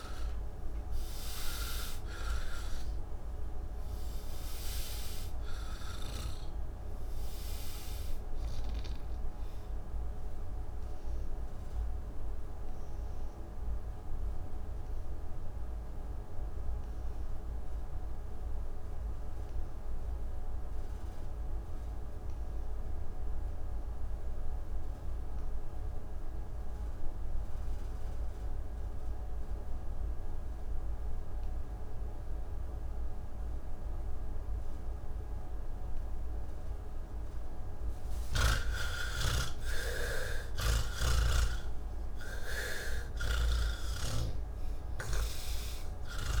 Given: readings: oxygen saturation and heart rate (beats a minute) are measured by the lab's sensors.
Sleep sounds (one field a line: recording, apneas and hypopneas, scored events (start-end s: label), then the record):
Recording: breathing in sleep by a room microphone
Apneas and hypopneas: 1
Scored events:
0.00-18.50 s: oxygen desaturation (device-marked, oxygen 67% lowest, heart rate 51 extreme)
8.00-35.50 s: mixed apnea (oxygen 79% before, 67% lowest, heart rate 129 before, 84 extreme, up 6 after)
28.50-46.40 s: oxygen desaturation (device-marked, oxygen 98% before, 71% lowest, heart rate 126 before, 70 extreme)
40.50-46.40 s: snoring (device-marked)
From the record:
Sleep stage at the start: N3 (deep sleep)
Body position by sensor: on the back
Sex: male